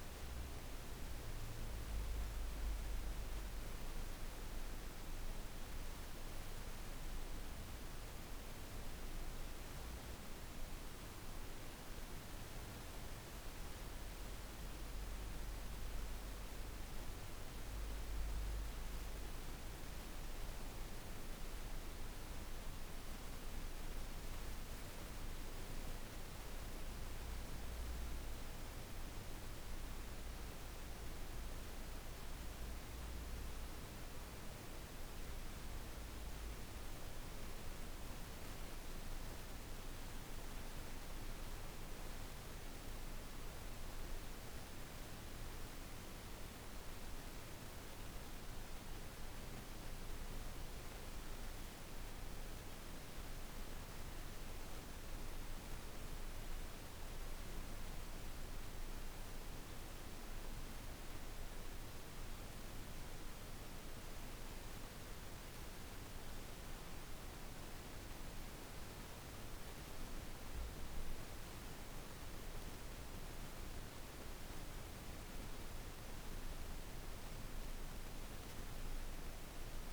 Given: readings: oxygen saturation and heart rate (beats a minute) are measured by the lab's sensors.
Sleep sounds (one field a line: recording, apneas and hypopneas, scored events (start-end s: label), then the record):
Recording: a person awake in a sleep study, hard to hear, by a room microphone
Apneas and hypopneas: none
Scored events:
none scored
From the record:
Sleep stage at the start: awake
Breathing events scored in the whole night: 171 in 4.5 hours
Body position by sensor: on the back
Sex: female